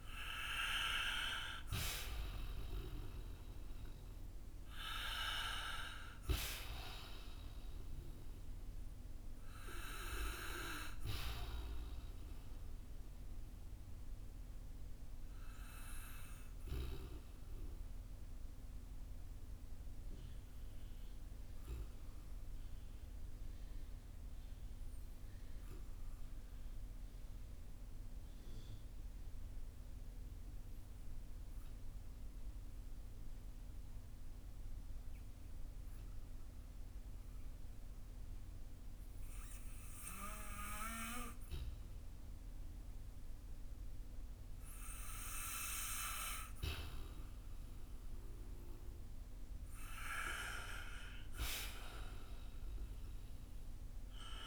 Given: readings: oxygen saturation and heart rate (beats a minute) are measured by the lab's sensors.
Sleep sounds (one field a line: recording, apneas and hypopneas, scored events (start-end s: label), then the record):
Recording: breathing in sleep by a room microphone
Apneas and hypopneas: 1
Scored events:
0.00-1.50 s: arousal
13.00-42.50 s: obstructive apnea (oxygen 96% before, 91% lowest, heart rate 57 before, 49 extreme, up 6 after)
18.50-35.50 s: oxygen desaturation (device-marked, oxygen 94% before, 91% lowest, heart rate 56 before, 51 extreme)
51.50-54.47 s: arousal
From the record:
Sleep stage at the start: N2 (light sleep)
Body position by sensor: on the back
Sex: male